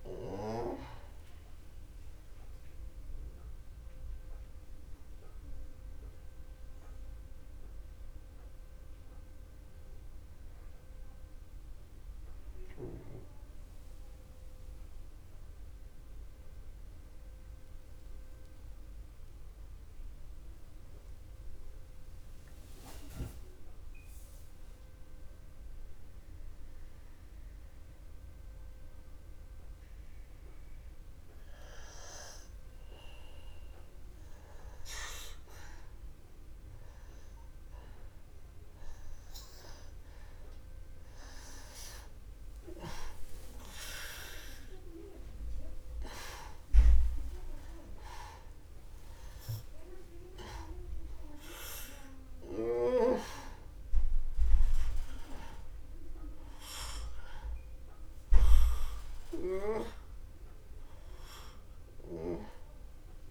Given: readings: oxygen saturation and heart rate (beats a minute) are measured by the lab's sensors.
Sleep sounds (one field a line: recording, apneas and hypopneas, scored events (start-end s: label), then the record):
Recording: breathing in sleep by a room microphone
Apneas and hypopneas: 1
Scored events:
0.00-20.50 s: oxygen desaturation (device-marked, oxygen 87% lowest)
5.00-33.00 s: mixed apnea (oxygen 95% before, 87% lowest, heart rate 59 before, 35 extreme, up 0 after)
37.50-42.50 s: arousal
39.50-63.31 s: oxygen desaturation (device-marked, oxygen 98% before, 87% lowest)
From the record:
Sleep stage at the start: N2 (light sleep)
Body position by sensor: on the back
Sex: male